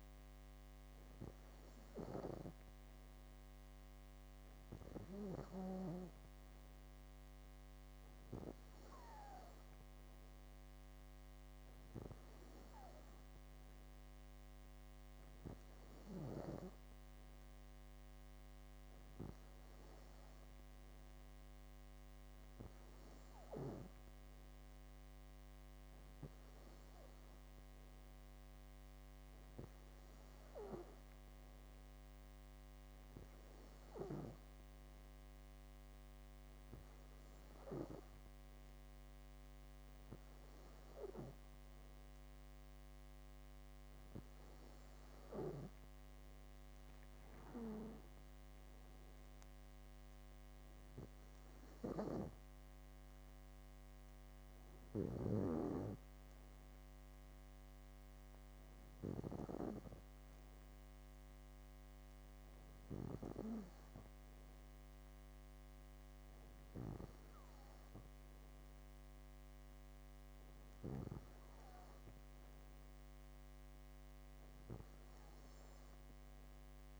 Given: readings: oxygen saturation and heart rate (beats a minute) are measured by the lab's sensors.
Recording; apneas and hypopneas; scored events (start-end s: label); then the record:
breathing in sleep by a microphone on the trachea; none
47.50-51.00 s: arousal
54.50-56.50 s: bradycardia (device-marked, heart rate 64 before, 60 extreme)
From the record:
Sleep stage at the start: N2 (light sleep); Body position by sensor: on the back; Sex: female